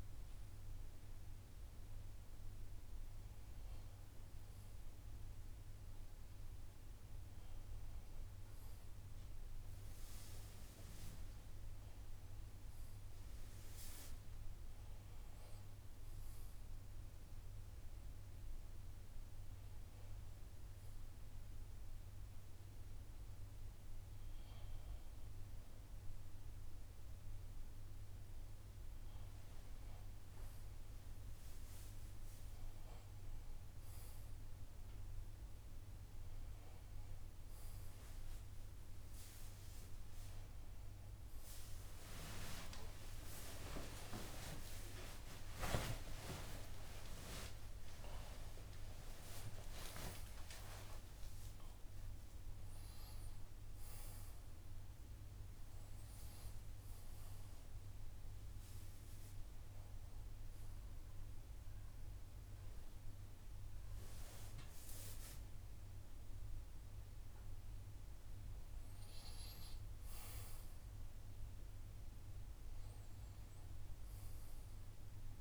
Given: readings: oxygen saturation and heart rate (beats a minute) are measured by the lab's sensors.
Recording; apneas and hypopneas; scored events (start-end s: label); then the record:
breathing in sleep by a room microphone; 1
0.00-10.00 s: oxygen desaturation (device-marked, oxygen 88% lowest, heart rate 78 extreme)
12.00-16.00 s: arousal
19.50-31.00 s: hypopnea (oxygen 94% before, 90% lowest, heart rate 80 before, 78 extreme, up 3 after)
41.00-57.00 s: oxygen desaturation (device-marked, oxygen 93% before, 90% lowest, heart rate 79 before, 81 extreme)
43.00-51.00 s: arousal
From the record:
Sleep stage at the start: N1 (lightest sleep); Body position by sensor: on the left side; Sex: male